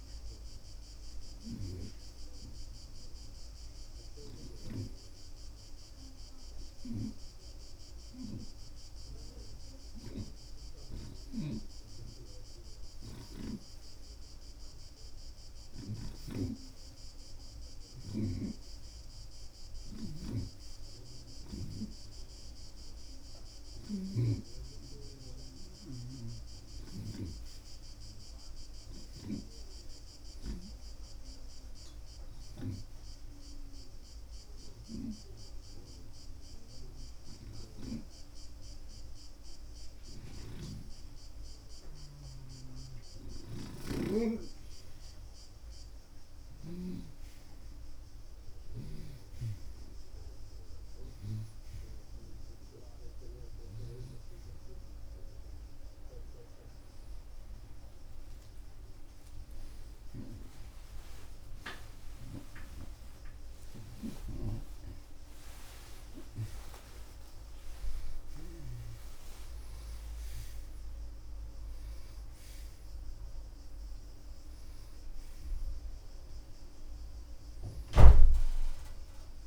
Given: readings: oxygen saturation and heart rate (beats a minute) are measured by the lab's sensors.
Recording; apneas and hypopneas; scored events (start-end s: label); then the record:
breathing in sleep by a room microphone; none
0.00-5.00 s: snoring (device-marked)
11.00-27.50 s: snoring (device-marked)
20.50-30.50 s: oxygen desaturation (device-marked, oxygen 88% before, 84% lowest)
40.50-47.00 s: snoring (device-marked)
63.50-79.47 s: new sleep stage, awake
From the record:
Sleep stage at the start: N2 (light sleep); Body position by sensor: on the right side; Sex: male